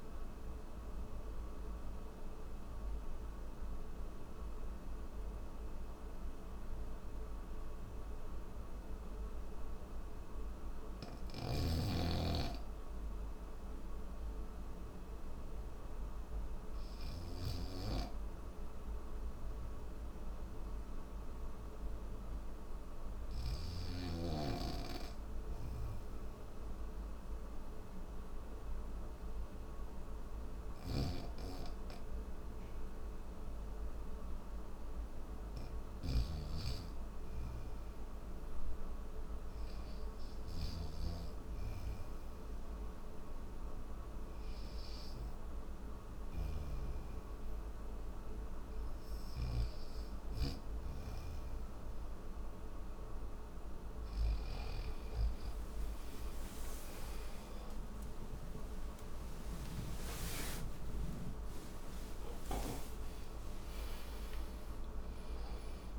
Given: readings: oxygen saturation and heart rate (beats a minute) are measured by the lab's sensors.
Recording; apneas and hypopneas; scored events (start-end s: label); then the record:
breathing in sleep by a room microphone; none
0.00-9.00 s: oxygen desaturation (device-marked, oxygen 90% lowest, heart rate 60 extreme)
10.50-23.00 s: snoring (device-marked)
30.00-36.00 s: snoring (device-marked)
34.00-52.00 s: oxygen desaturation (device-marked, oxygen 98% before, 92% lowest, heart rate 62 before, 60 extreme)
45.50-54.00 s: snoring (device-marked)
From the record:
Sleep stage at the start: N3 (deep sleep); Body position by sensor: on the back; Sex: male